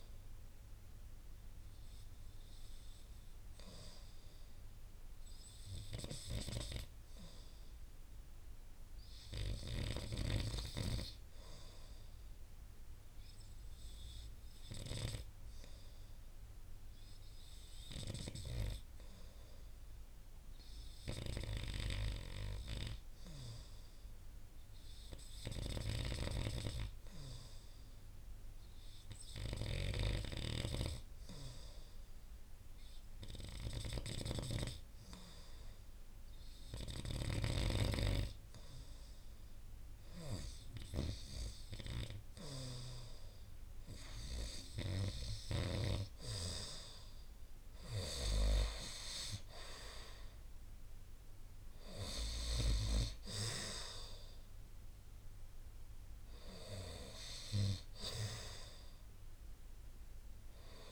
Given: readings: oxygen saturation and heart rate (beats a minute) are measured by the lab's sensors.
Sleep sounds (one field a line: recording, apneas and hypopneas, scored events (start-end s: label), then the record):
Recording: breathing in sleep by a room microphone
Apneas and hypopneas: 1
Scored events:
2.50-42.00 s: obstructive apnea (oxygen 95% before, 91% lowest)
25.50-30.00 s: snoring (device-marked)
37.50-52.50 s: oxygen desaturation (device-marked, oxygen 96% before, 91% lowest)
48.00-53.00 s: arousal
From the record:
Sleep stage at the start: N2 (light sleep)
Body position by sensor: on the right side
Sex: male